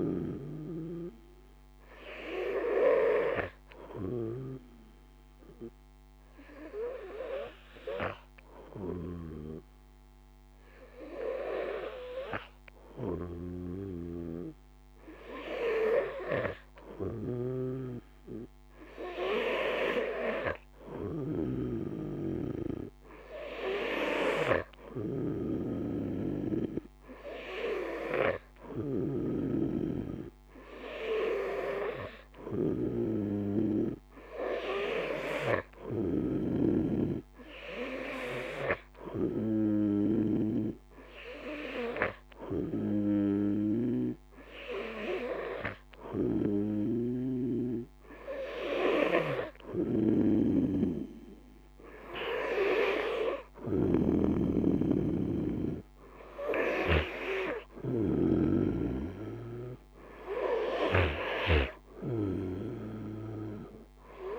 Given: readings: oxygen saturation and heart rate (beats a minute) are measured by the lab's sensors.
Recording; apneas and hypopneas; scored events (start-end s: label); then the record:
breathing in sleep by a microphone on the trachea; 1
0.00-35.50 s: snoring (device-marked)
3.50-15.00 s: hypopnea (oxygen 95% before, 94% lowest, heart rate 52 before, 50 extreme, up 1 after)
20.00-24.50 s: arousal
46.00-60.50 s: snoring (device-marked)
From the record:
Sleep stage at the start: N2 (light sleep); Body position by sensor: on the back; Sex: male